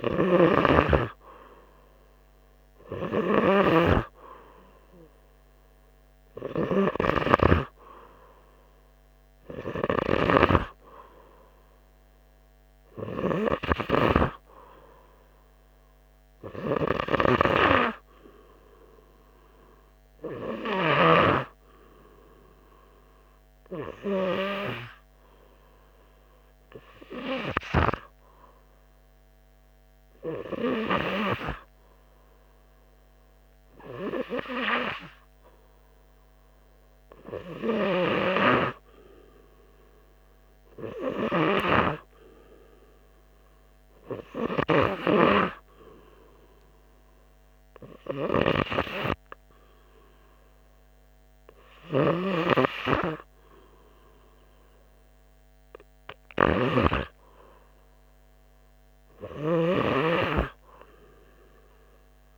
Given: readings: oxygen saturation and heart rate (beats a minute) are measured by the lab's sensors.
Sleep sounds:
breathing in sleep by a microphone on the trachea; none
0.00-2.00 s: oxygen desaturation (device-marked, oxygen 97% before, 94% lowest, heart rate 80 before, 82 extreme)
47.00-58.00 s: oxygen desaturation (device-marked, oxygen 97% before, 93% lowest, heart rate 83 before, 82 extreme)
From the record:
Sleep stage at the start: N2 (light sleep); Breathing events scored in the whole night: 189 in 3.3 hours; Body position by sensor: on the right side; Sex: male

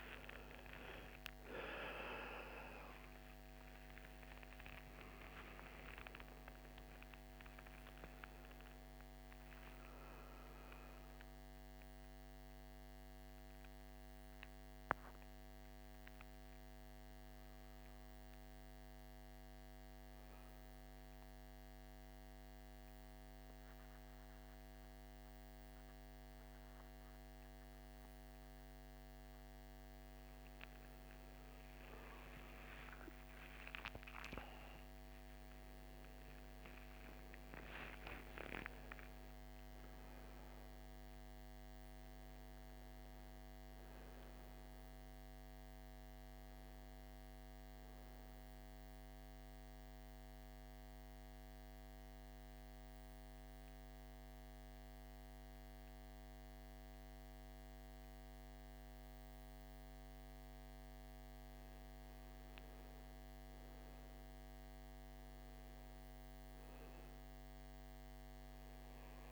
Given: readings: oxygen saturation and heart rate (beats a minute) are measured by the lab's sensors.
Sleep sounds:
breathing in sleep by a microphone on the trachea; 2
0.00-5.00 s: arousal
0.00-24.50 s: oxygen desaturation (device-marked, oxygen 81% lowest, heart rate 62 extreme)
8.50-68.50 s: new sleep stage, N1 (lightest sleep)
13.50-30.50 s: obstructive apnea (oxygen 98% before, 81% lowest, heart rate 73 before, 56 extreme, up 25 after)
32.50-37.50 s: arousal
49.50-61.50 s: central apnea (oxygen 100% before, 92% lowest, heart rate 75 before, 55 extreme, up 3 after)
64.00-67.00 s: arousal
68.50-69.31 s: new sleep stage, N2 (light sleep)
From the record:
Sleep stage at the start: N2 (light sleep); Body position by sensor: on the back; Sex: male

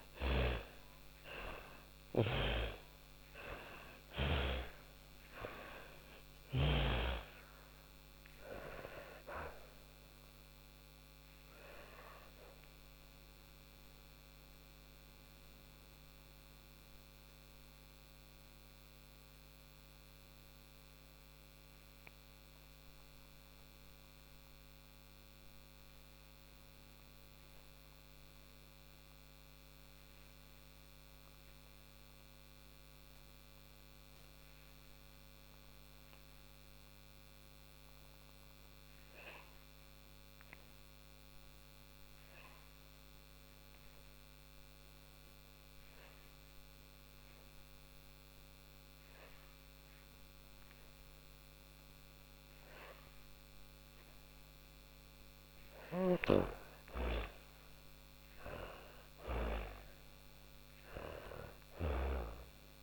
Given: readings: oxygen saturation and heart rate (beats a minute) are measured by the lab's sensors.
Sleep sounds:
breathing in sleep by a microphone on the trachea; 1
0.00-2.50 s: arousal
0.00-30.50 s: oxygen desaturation (device-marked, oxygen 79% lowest, heart rate 47 extreme)
9.50-31.00 s: mixed apnea (oxygen 97% before, 79% lowest, heart rate 93 before, 47 extreme, up 6 after)
33.50-38.00 s: arousal
46.50-62.82 s: oxygen desaturation (device-marked, oxygen 99% before, 88% lowest, heart rate 58 before, 30 extreme)
54.00-60.50 s: snoring (device-marked)
From the record:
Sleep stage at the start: N2 (light sleep); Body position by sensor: on the back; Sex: female

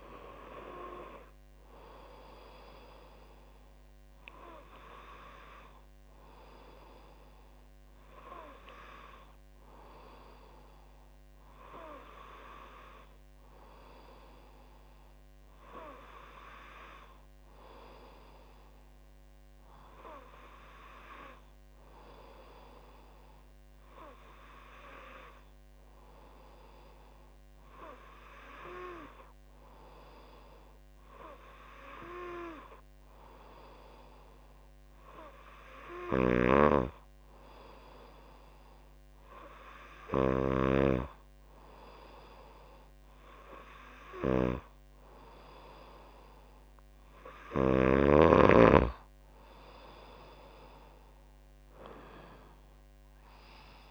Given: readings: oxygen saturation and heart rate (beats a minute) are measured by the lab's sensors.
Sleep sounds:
breathing in sleep by a microphone on the trachea; none
35.50-40.50 s: snoring (device-marked)
52.00-53.91 s: arousal
From the record:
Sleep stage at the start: N2 (light sleep); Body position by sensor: on the back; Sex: female

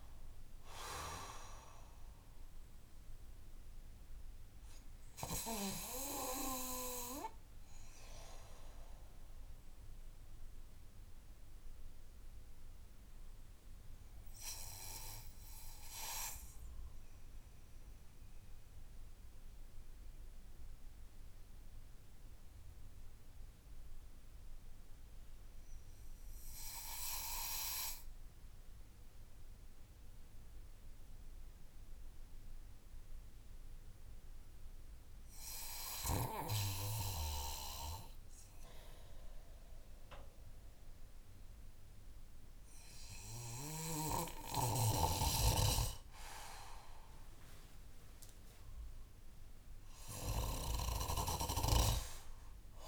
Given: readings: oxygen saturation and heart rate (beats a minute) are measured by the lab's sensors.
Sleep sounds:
breathing in sleep by a room microphone; 1
0.00-12.00 s: oxygen desaturation (device-marked, oxygen 93% lowest)
6.50-37.50 s: mixed apnea (oxygen 96% before, 93% lowest)
44.00-50.50 s: snoring (device-marked)
48.50-52.50 s: arousal
From the record:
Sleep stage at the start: N2 (light sleep); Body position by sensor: on the back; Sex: male

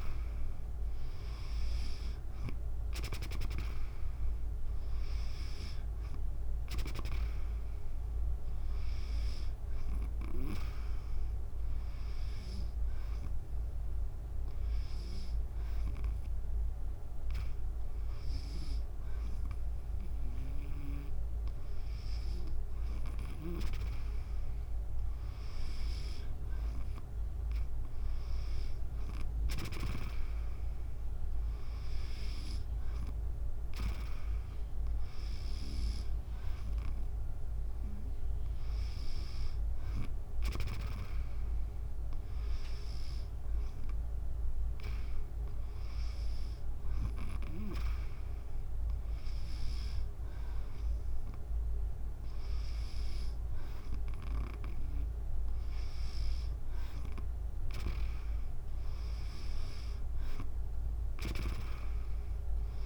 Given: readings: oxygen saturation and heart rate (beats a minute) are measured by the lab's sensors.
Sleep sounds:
breathing in sleep by a room microphone; none
0.00-1.00 s: arousal
0.00-11.00 s: drop in pulse transit time (device-marked, heart rate 71 before, 63 extreme)
20.50-30.00 s: snoring (device-marked)
26.00-37.00 s: drop in pulse transit time (device-marked, heart rate 71 before, 72 extreme)
From the record:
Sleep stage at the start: N2 (light sleep); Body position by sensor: on the back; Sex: female

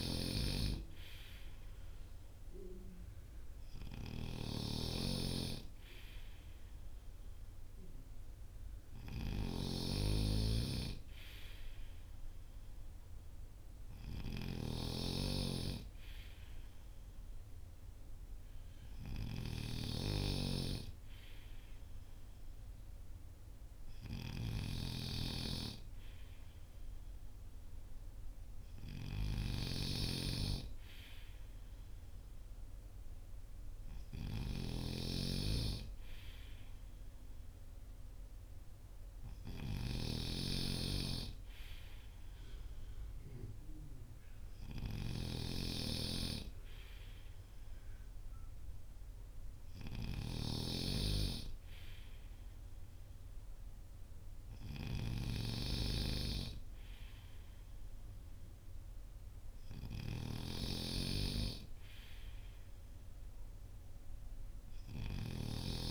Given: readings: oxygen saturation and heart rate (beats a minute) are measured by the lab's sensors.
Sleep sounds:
breathing in sleep by a room microphone; none
0.00-65.90 s: snoring (device-marked)
From the record:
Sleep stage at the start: N2 (light sleep); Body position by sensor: on the front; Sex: male

